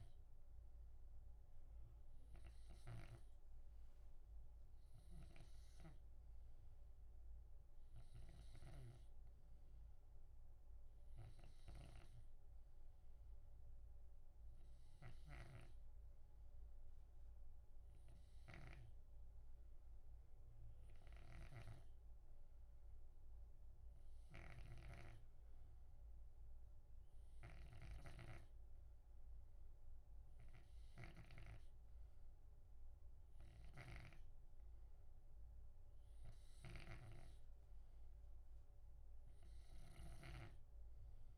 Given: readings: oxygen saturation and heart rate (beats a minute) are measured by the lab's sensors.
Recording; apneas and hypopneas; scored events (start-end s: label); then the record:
breathing in sleep by a room microphone; none
0.00-3.50 s: snoring (device-marked)
8.00-19.00 s: snoring (device-marked)
21.00-31.50 s: snoring (device-marked)
33.50-40.50 s: snoring (device-marked)
From the record:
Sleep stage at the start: N2 (light sleep); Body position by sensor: on the left side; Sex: male